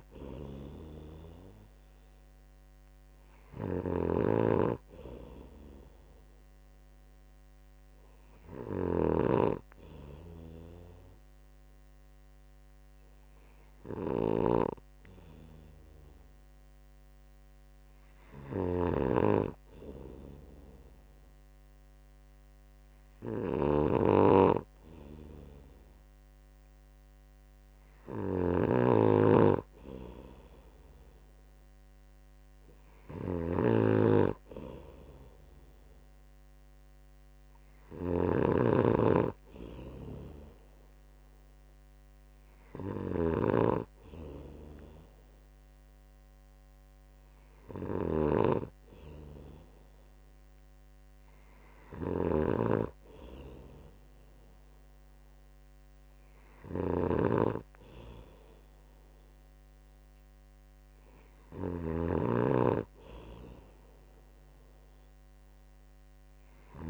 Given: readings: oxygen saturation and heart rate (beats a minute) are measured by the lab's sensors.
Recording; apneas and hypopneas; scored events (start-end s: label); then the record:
breathing in sleep by a microphone on the trachea; none
0.00-66.90 s: snoring (device-marked)
From the record:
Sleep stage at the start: N2 (light sleep); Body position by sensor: on the right side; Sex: male